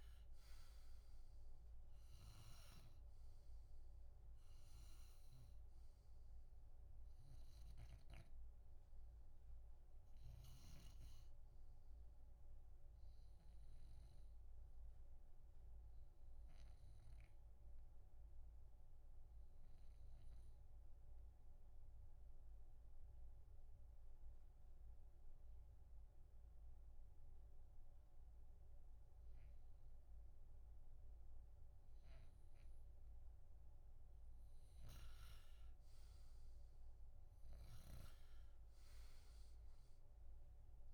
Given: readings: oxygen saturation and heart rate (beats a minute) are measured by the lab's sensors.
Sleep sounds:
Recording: breathing in sleep, hard to hear, by a room microphone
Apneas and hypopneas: 1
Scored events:
0.00-1.00 s: arousal
0.00-32.00 s: oxygen desaturation (device-marked, oxygen 86% lowest, heart rate 61 extreme)
7.50-11.00 s: snoring (device-marked)
17.50-33.00 s: obstructive apnea (oxygen 94% before, 86% lowest, heart rate 70 before, 61 extreme, up 4 after)
35.50-39.50 s: arousal
37.50-40.94 s: snoring (device-marked)
From the record:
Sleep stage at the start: REM sleep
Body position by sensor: on the back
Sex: male

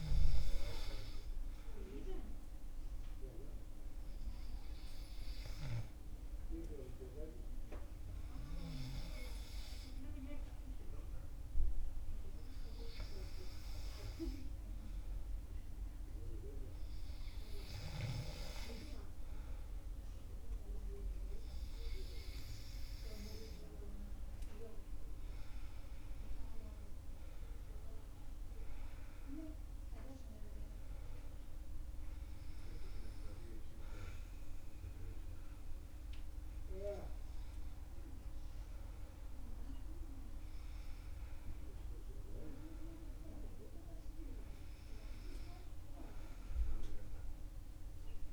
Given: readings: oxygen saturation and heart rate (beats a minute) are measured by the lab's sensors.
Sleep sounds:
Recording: breathing in sleep by a room microphone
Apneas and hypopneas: 1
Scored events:
4.50-20.50 s: hypopnea (oxygen 98% before, 95% lowest, heart rate 60 before, 58 extreme, up 11 after)
From the record:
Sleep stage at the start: N2 (light sleep)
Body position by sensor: on the back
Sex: male

